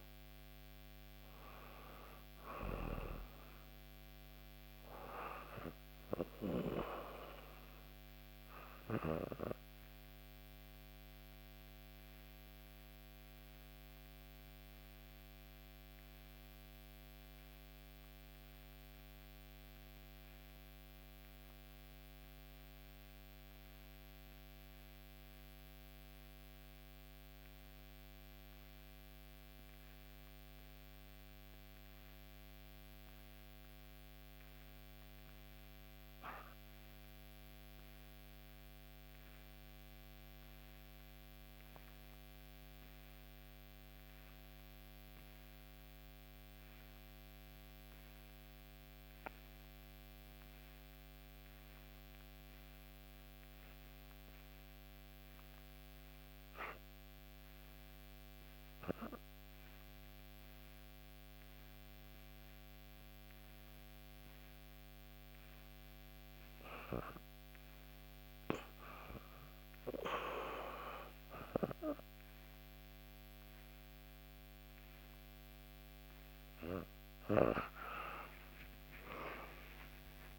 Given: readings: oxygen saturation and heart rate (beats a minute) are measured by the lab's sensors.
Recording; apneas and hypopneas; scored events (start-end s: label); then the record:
breathing in sleep by a microphone on the trachea; 1
0.00-11.50 s: oxygen desaturation (device-marked, oxygen 91% lowest, heart rate 64 extreme)
10.00-66.50 s: obstructive apnea (oxygen 97% before, 87% lowest, heart rate 70 before, 64 extreme, up 3 after)
32.50-80.39 s: oxygen desaturation (device-marked, oxygen 98% before, 87% lowest, heart rate 65 before, 65 extreme)
From the record:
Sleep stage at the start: REM sleep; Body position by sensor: on the back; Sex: female